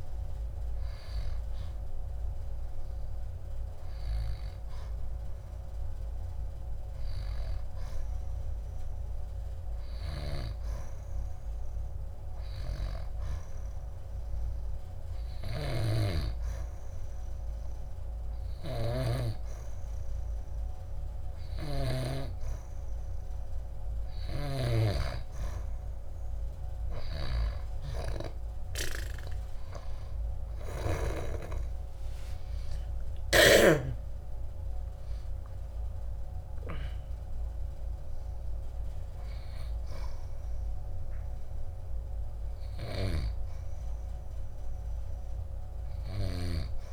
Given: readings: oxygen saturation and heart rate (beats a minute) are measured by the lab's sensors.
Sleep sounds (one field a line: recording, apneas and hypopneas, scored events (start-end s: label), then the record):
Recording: breathing in sleep by a room microphone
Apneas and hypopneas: 1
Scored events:
8.00-11.00 s: arousal
13.50-25.00 s: hypopnea (oxygen 92% before, 87% lowest, heart rate 76 before, 70 extreme, up 5 after)
24.00-46.93 s: oxygen desaturation (device-marked, oxygen 92% before, 87% lowest, heart rate 74 before, 69 extreme)
27.50-31.50 s: arousal
From the record:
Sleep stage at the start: N2 (light sleep)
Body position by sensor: on the back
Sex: female